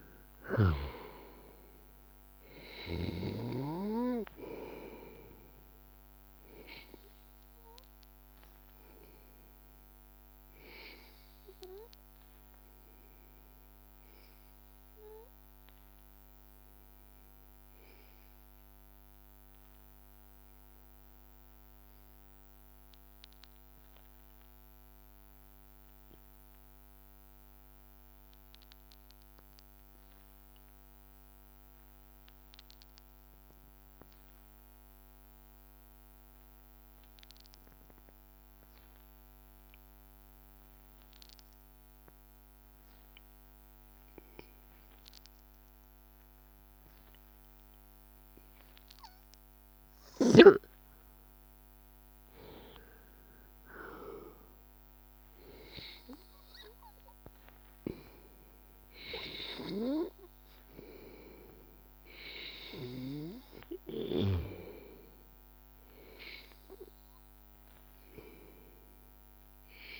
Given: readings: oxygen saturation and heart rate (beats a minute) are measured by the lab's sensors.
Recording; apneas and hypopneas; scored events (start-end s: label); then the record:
breathing in sleep by a microphone on the trachea; 1
0.50-17.50 s: oxygen desaturation (device-marked, oxygen 95% before, 92% lowest, heart rate 85 before, 82 extreme)
16.00-19.50 s: arousal
21.50-45.00 s: obstructive apnea (oxygen 99% before, 93% lowest, heart rate 86 before, 82 extreme, up 1 after)
46.50-70.00 s: oxygen desaturation (device-marked, oxygen 97% before, 93% lowest, heart rate 84 before, 82 extreme)
47.50-51.00 s: arousal
From the record:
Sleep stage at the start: N2 (light sleep); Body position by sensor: on the back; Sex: male